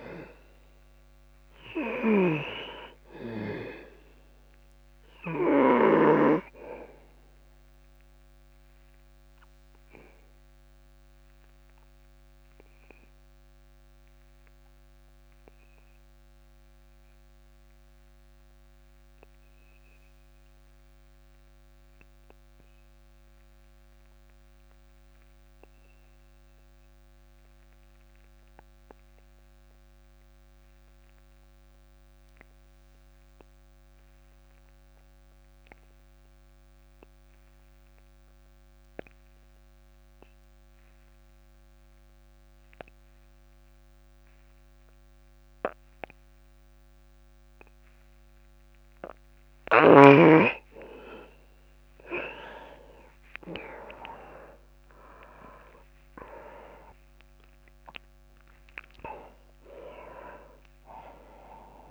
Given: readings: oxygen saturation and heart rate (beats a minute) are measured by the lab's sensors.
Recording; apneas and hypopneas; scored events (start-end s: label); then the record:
breathing in sleep by a microphone on the trachea; 1
0.00-28.00 s: oxygen desaturation (device-marked, oxygen 89% lowest)
2.00-6.00 s: snoring (device-marked)
8.50-49.00 s: obstructive apnea (oxygen 100% before, 83% lowest)
45.00-61.91 s: oxygen desaturation (device-marked, oxygen 98% before, 83% lowest)
51.50-57.50 s: arousal
From the record:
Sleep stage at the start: N2 (light sleep); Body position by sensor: on the back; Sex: male